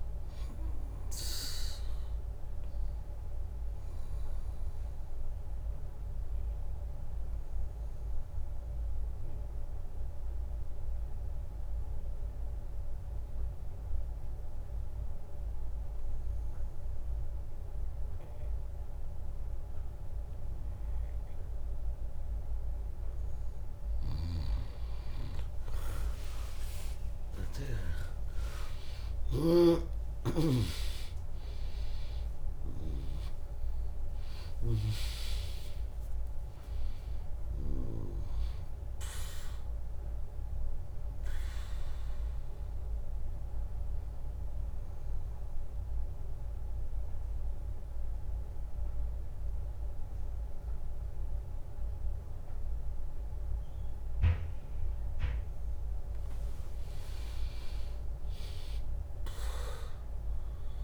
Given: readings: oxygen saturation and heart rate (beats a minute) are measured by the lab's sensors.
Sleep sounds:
breathing in sleep by a room microphone; 2
0.00-15.00 s: drop in pulse transit time (device-marked, heart rate 63 extreme)
0.00-15.00 s: oxygen desaturation (device-marked, oxygen 96% lowest, heart rate 58 extreme)
2.00-22.50 s: obstructive apnea (oxygen 100% before, 96% lowest, heart rate 71 before, 58 extreme, up 7 after)
16.00-19.00 s: bradycardia (device-marked, heart rate 75 before, 63 extreme)
26.00-30.50 s: arousal
29.00-42.00 s: drop in pulse transit time (device-marked, heart rate 67 before, 62 extreme)
29.00-43.00 s: oxygen desaturation (device-marked, oxygen 100% before, 96% lowest, heart rate 67 before, 60 extreme)
43.00-54.50 s: obstructive apnea (oxygen 100% before, 96% lowest, heart rate 73 before, 60 extreme)
58.00-60.84 s: arousal
From the record:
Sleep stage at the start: N2 (light sleep); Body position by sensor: on the back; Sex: female

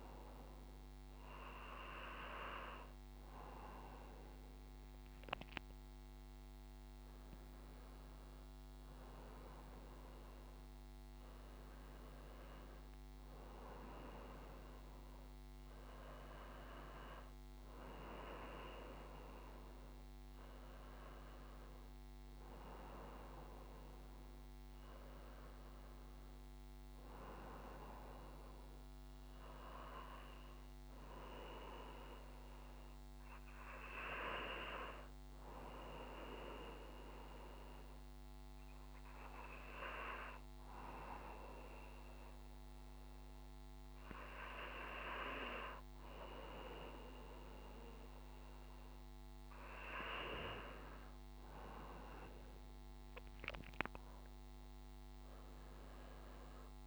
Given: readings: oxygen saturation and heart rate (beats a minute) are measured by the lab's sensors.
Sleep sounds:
breathing in sleep by a microphone on the trachea; 1
19.00-56.87 s: new sleep stage, N2 (light sleep)
36.00-49.00 s: hypopnea (oxygen 96% before, 95% lowest, heart rate 55 before, 52 extreme, up 4 after)
49.50-53.50 s: arousal
From the record:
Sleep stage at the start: N1 (lightest sleep); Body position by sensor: on the back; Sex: male

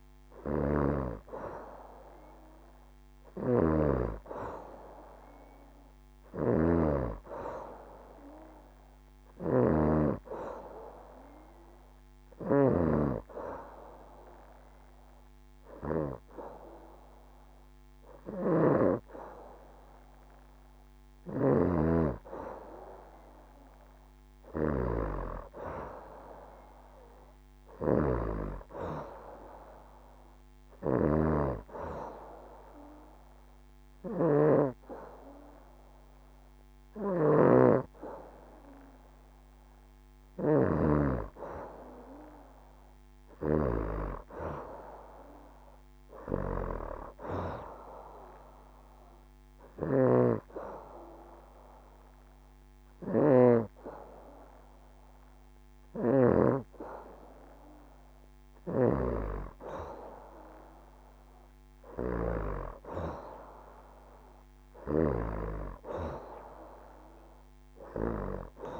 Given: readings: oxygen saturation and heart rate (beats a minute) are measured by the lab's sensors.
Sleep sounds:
breathing in sleep by a microphone on the trachea; 2
2.50-40.50 s: snoring (device-marked)
4.50-8.50 s: arousal
11.50-22.50 s: hypopnea (oxygen 94% before, 91% lowest, heart rate 70 before, 69 extreme, up 3 after)
25.50-28.00 s: arousal
48.50-58.50 s: hypopnea (oxygen 94% before, 89% lowest, heart rate 71 before, 66 extreme, up 0 after)
49.00-56.00 s: snoring (device-marked)
61.50-65.00 s: arousal
From the record:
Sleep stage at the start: N2 (light sleep); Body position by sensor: on the back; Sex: female

